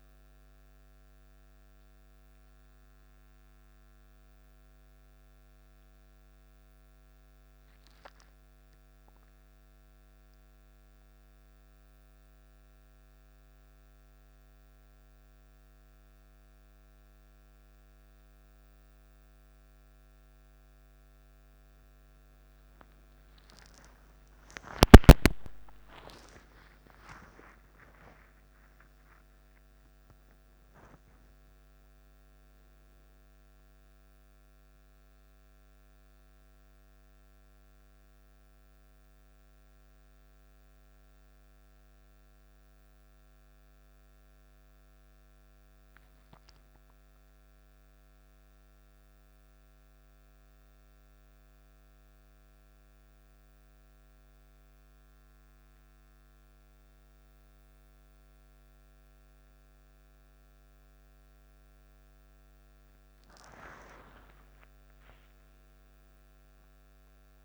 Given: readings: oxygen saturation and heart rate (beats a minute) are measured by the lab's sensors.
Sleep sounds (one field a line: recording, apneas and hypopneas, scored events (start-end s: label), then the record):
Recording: breathing in sleep by a microphone on the trachea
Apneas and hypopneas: 2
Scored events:
0.00-8.50 s: oxygen desaturation (device-marked, oxygen 94% lowest, heart rate 52 extreme)
5.00-18.00 s: hypopnea (oxygen 98% before, 96% lowest, heart rate 55 before, 52 extreme, up 8 after)
24.50-30.00 s: arousal
43.00-55.50 s: obstructive apnea (oxygen 99% before, 96% lowest, heart rate 66 before, 52 extreme, up 4 after)
60.50-64.50 s: arousal
From the record:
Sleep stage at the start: N1 (lightest sleep)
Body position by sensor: on the back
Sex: male